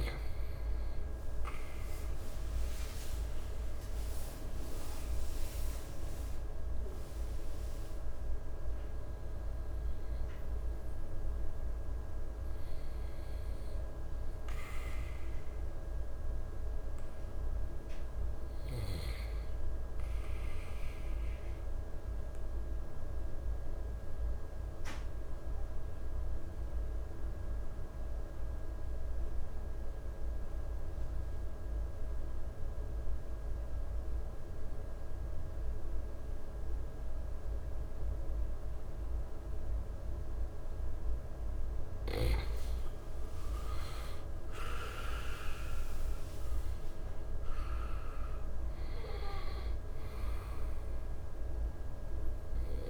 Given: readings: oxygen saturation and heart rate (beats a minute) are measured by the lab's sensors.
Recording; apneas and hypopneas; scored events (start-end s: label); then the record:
breathing in sleep, hard to hear, by a room microphone; 1
23.00-42.00 s: obstructive apnea (oxygen 97% before, 90% lowest, heart rate 64 before, 57 extreme, up 8 after)
41.50-52.90 s: oxygen desaturation (device-marked, oxygen 97% before, 90% lowest, heart rate 60 before, 57 extreme)
44.50-48.50 s: arousal
From the record:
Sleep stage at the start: N2 (light sleep); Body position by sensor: on the right side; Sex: male